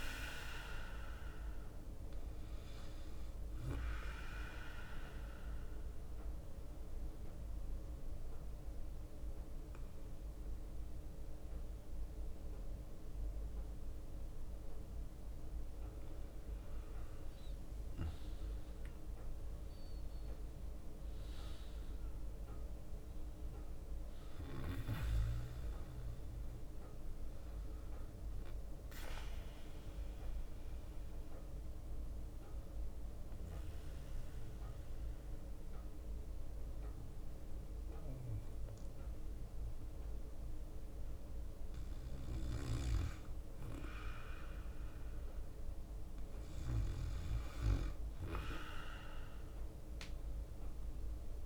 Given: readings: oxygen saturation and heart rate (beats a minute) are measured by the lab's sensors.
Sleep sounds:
breathing in sleep by a room microphone; 2
2.00-9.00 s: bradycardia (device-marked, heart rate 67 before, 59 extreme)
4.50-15.50 s: mixed apnea (oxygen 99% before, 95% lowest, heart rate 62 before, 58 extreme, up 7 after)
16.50-19.00 s: leg movement (device-marked)
17.50-21.00 s: arousal
23.00-37.00 s: oxygen desaturation (device-marked, oxygen 98% before, 95% lowest, heart rate 61 before, 58 extreme)
28.00-40.00 s: bradycardia (device-marked, heart rate 67 before, 58 extreme)
29.50-42.00 s: obstructive apnea (oxygen 98% before, 95% lowest, heart rate 62 before, 59 extreme, up 4 after)
33.00-50.00 s: drop in pulse transit time (device-marked, heart rate 62 before, 58 extreme)
47.50-51.46 s: arousal
50.00-51.46 s: oxygen desaturation (device-marked, oxygen 99% before, 95% lowest, heart rate 60 before, 60 extreme)
From the record:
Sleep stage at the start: N2 (light sleep); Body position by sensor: on the back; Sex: male

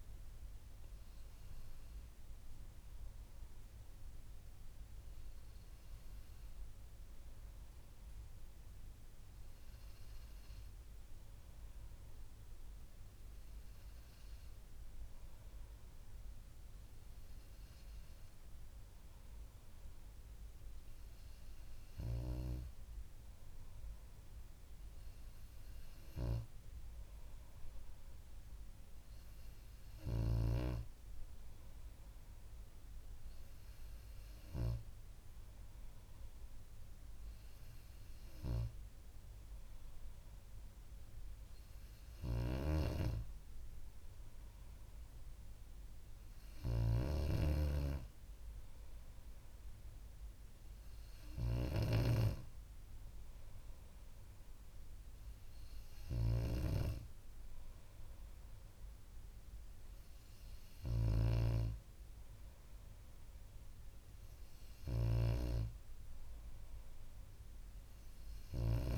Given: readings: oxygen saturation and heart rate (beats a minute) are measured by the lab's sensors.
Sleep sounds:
breathing in sleep by a room microphone; none
41.50-68.98 s: snoring (device-marked)
From the record:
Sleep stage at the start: N2 (light sleep); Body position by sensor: on the back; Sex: female

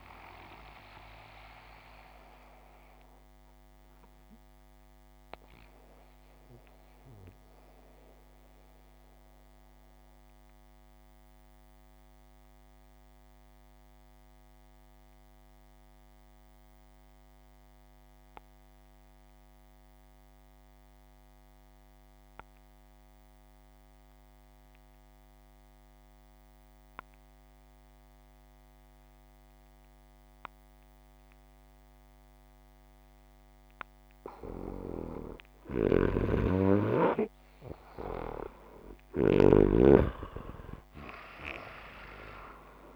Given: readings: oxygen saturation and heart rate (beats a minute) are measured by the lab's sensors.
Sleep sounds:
breathing in sleep by a microphone on the trachea; 1
0.00-1.50 s: oxygen desaturation (device-marked, oxygen 93% lowest, heart rate 61 extreme)
3.00-33.00 s: mixed apnea (oxygen 96% before, 90% lowest, heart rate 63 before, 59 extreme)
12.50-23.50 s: oxygen desaturation (device-marked, oxygen 94% before, 90% lowest, heart rate 96 before, 59 extreme)
35.00-42.96 s: snoring (device-marked)
36.50-41.50 s: arousal
From the record:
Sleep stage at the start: N2 (light sleep); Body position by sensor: upright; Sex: male

